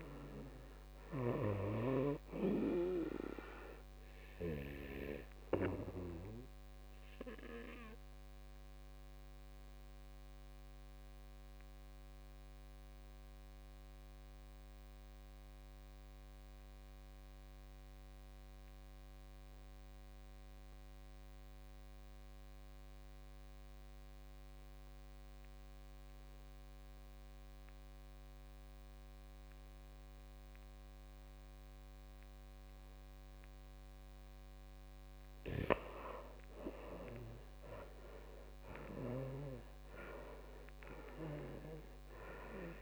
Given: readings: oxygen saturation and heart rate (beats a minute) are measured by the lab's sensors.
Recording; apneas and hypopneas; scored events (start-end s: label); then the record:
breathing in sleep by a microphone on the trachea; 1
0.00-17.00 s: oxygen desaturation (device-marked, oxygen 78% lowest, heart rate 55 extreme)
5.50-33.50 s: obstructive apnea (oxygen 98% before, 76% lowest, heart rate 65 before, 55 extreme, up 11 after)
28.00-42.82 s: oxygen desaturation (device-marked, oxygen 97% before, 76% lowest, heart rate 59 before, 57 extreme)
36.00-39.50 s: arousal
From the record:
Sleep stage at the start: N2 (light sleep); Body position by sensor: on the back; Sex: male